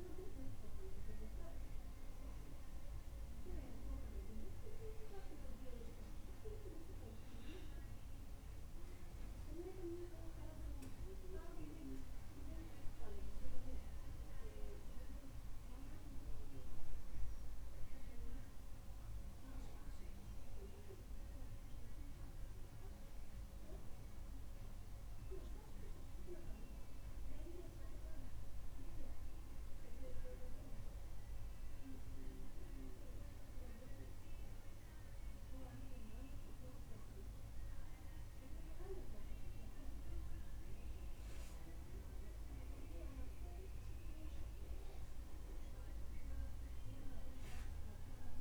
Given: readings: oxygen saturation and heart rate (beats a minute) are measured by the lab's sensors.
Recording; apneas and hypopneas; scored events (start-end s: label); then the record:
breathing in sleep by a room microphone; none
none scored
From the record:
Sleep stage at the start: N2 (light sleep); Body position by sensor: on the back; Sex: male